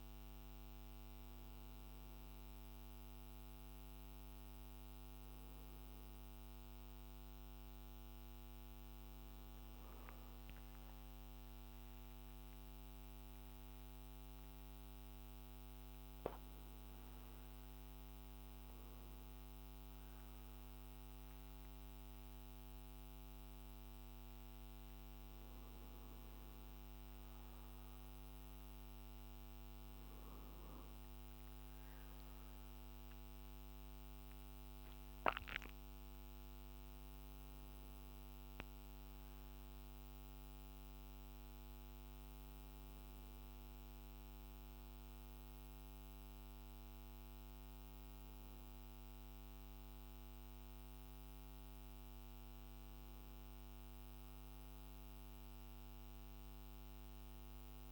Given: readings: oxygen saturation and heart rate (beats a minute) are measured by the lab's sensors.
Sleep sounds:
breathing in sleep, hard to hear, by a microphone on the trachea; none
10.50-15.50 s: arousal
46.50-51.00 s: arousal
From the record:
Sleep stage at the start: N2 (light sleep); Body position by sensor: on the right side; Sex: male

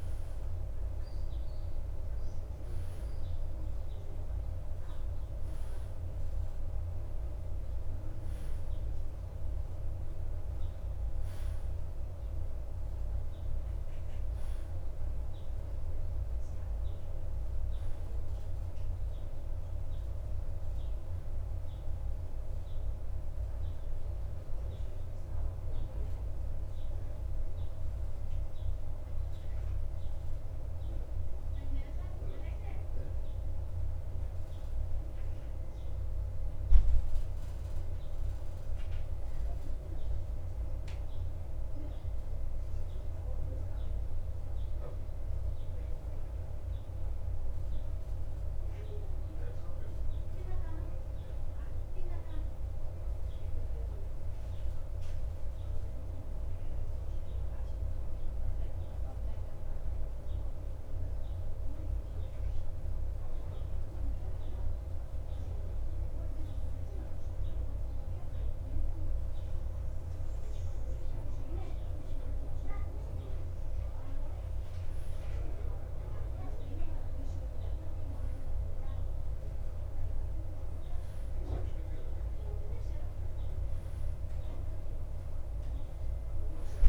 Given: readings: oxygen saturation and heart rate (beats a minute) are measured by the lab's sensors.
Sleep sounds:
breathing in sleep, hard to hear, by a room microphone; 1
15.50-43.50 s: oxygen desaturation (device-marked, oxygen 94% before, 90% lowest, heart rate 55 before, 51 extreme)
29.00-71.50 s: mixed apnea (oxygen 94% before, 89% lowest, heart rate 55 before, 50 extreme, up 2 after)
73.50-78.00 s: arousal
From the record:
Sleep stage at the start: N2 (light sleep); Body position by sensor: on the back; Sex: male

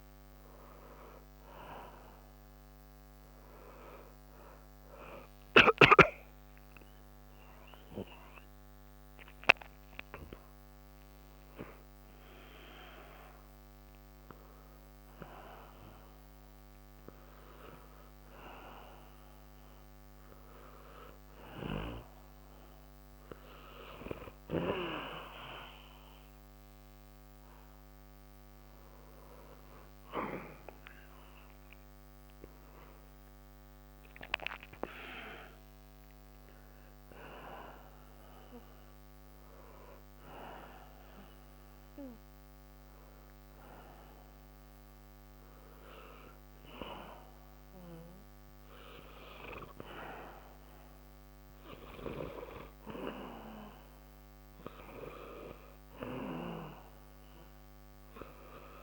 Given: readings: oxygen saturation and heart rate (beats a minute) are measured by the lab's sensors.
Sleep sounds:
a person partly awake in a sleep study, by a microphone on the trachea; 1
19.50-49.50 s: new sleep stage, N1 (lightest sleep)
38.50-50.50 s: obstructive apnea (oxygen 94% before, 90% lowest, heart rate 64 before, 62 extreme, up 2 after)
49.50-58.83 s: new sleep stage, N2 (light sleep)
53.00-57.50 s: arousal
From the record:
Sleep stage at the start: awake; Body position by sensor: on the back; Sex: male

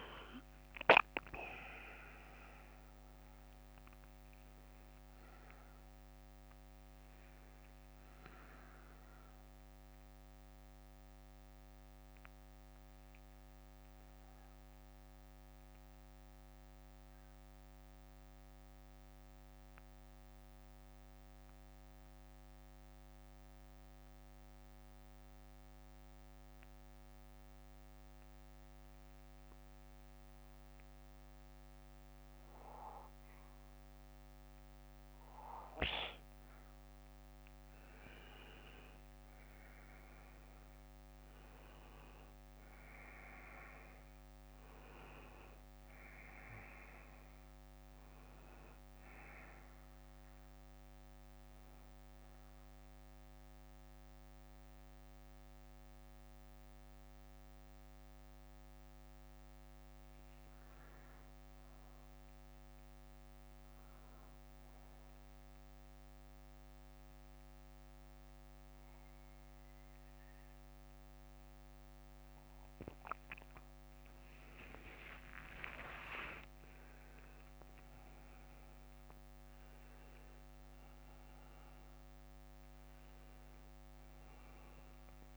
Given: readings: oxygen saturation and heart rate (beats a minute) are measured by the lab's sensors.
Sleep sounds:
breathing in sleep by a microphone on the trachea; 2
0.00-2.00 s: arousal
0.00-12.50 s: oxygen desaturation (device-marked, oxygen 94% lowest, heart rate 48 extreme)
5.50-36.50 s: bradycardia (device-marked, heart rate 64 before, 48 extreme)
14.00-38.00 s: mixed apnea (oxygen 98% before, 92% lowest, heart rate 63 before, 48 extreme, up 13 after)
16.50-85.37 s: new sleep stage, N2 (light sleep)
40.50-44.00 s: arousal
41.50-66.50 s: oxygen desaturation (device-marked, oxygen 99% before, 92% lowest, heart rate 57 before, 51 extreme)
51.00-74.00 s: mixed apnea (oxygen 99% before, 92% lowest, heart rate 61 before, 51 extreme, up 15 after)
51.50-59.50 s: bradycardia (device-marked, heart rate 63 before, 53 extreme)
60.50-62.50 s: bradycardia (device-marked, heart rate 63 before, 55 extreme)
64.50-73.50 s: bradycardia (device-marked, heart rate 63 before, 56 extreme)
75.50-79.00 s: arousal
From the record:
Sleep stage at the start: N1 (lightest sleep); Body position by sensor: on the back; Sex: male

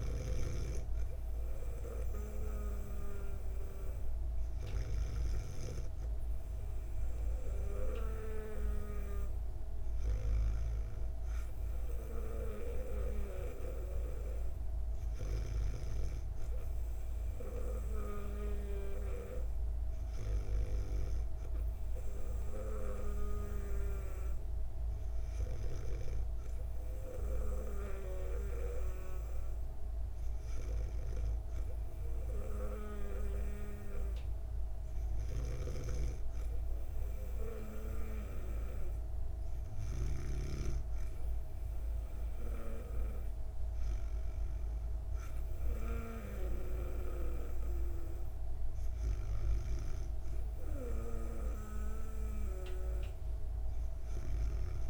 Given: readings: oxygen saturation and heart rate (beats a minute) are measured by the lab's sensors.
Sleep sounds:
breathing in sleep by a room microphone; none
0.00-5.50 s: snoring (device-marked)
35.00-40.00 s: snoring (device-marked)
From the record:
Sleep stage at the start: N2 (light sleep); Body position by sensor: on the back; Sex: female

